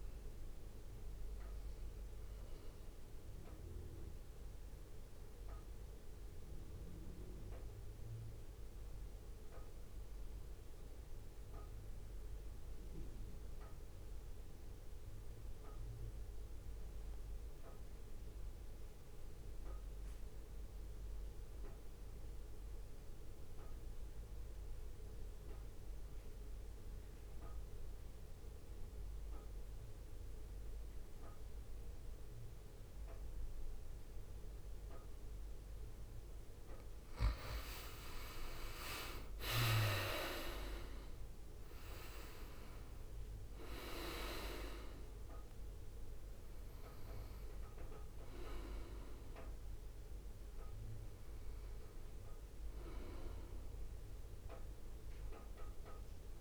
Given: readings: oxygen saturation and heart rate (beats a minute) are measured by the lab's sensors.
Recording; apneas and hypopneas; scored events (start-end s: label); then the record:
breathing in sleep by a room microphone; 1
0.00-1.00 s: oxygen desaturation (device-marked, oxygen 93% lowest, heart rate 52 extreme)
0.00-4.00 s: drop in pulse transit time (device-marked, heart rate 54 extreme)
2.50-36.50 s: mixed apnea (oxygen 99% before, 90% lowest, heart rate 59 before, 52 extreme, up 8 after)
39.00-52.00 s: oxygen desaturation (device-marked, oxygen 98% before, 92% lowest, heart rate 57 before, 54 extreme)
39.50-44.50 s: arousal
41.00-56.41 s: drop in pulse transit time (device-marked, heart rate 57 before, 54 extreme)
From the record:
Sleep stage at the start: N2 (light sleep); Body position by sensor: on the right side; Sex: male